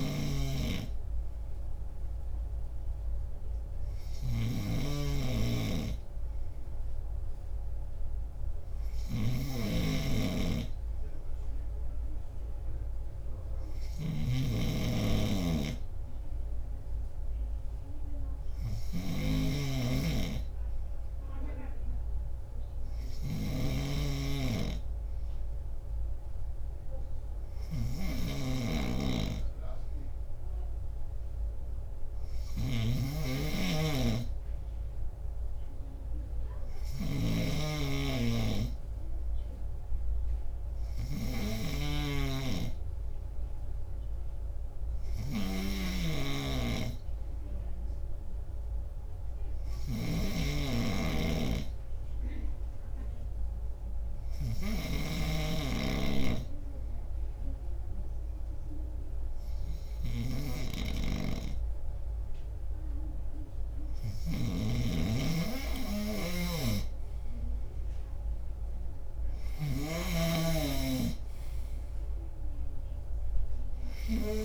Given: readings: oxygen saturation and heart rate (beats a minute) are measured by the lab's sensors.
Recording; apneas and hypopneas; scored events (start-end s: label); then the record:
breathing in sleep by a room microphone; 1
0.00-55.50 s: snoring (device-marked)
50.50-65.00 s: obstructive apnea (oxygen 97% before, 94% lowest)
64.00-70.50 s: snoring (device-marked)
68.00-72.00 s: arousal
From the record:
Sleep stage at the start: N2 (light sleep); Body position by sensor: on the left side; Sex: male